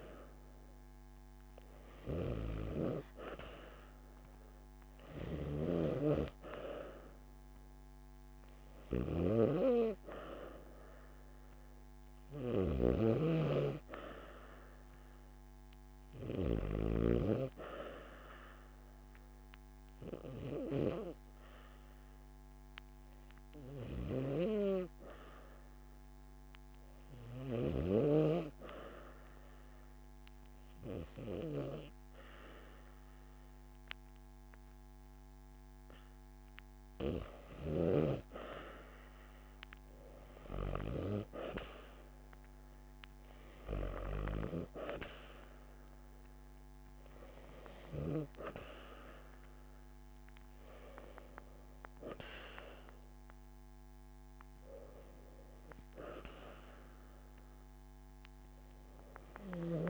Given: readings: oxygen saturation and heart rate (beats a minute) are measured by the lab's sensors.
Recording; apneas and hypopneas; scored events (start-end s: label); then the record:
breathing in sleep by a microphone on the trachea; 1
0.00-11.50 s: oxygen desaturation (device-marked, oxygen 92% lowest)
18.00-38.00 s: obstructive apnea (oxygen 95% before, 90% lowest)
39.50-59.90 s: oxygen desaturation (device-marked, oxygen 94% before, 90% lowest)
40.00-43.50 s: arousal
From the record:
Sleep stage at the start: REM sleep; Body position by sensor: on the back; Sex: female